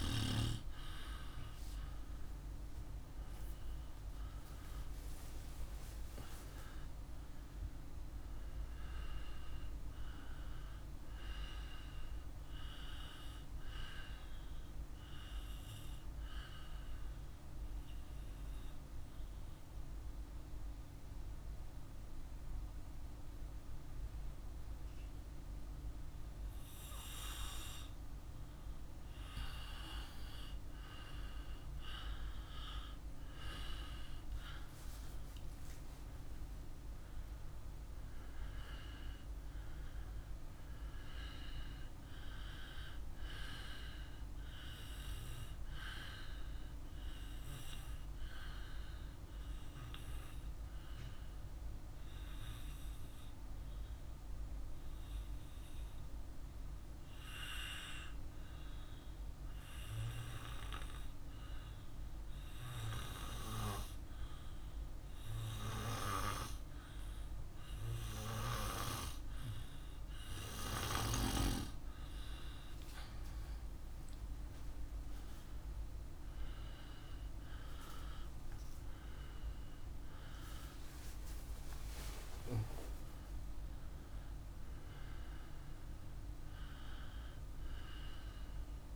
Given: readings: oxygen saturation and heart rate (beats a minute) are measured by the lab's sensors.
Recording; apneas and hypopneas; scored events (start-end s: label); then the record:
breathing in sleep by a room microphone; 2
0.00-3.00 s: arousal
15.50-30.00 s: obstructive apnea (oxygen 97% before, 93% lowest, heart rate 64 before, 53 extreme, up 45 after)
33.00-36.50 s: arousal
37.00-50.00 s: oxygen desaturation (device-marked, oxygen 97% before, 93% lowest, heart rate 56 before, 51 extreme)
46.50-69.00 s: obstructive apnea (oxygen 97% before, 94% lowest, heart rate 69 before, 51 extreme, up 10 after)
69.00-82.00 s: oxygen desaturation (device-marked, oxygen 97% before, 94% lowest, heart rate 54 before, 54 extreme)
73.50-78.50 s: arousal
From the record:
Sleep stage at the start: N2 (light sleep); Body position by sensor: on the right side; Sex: male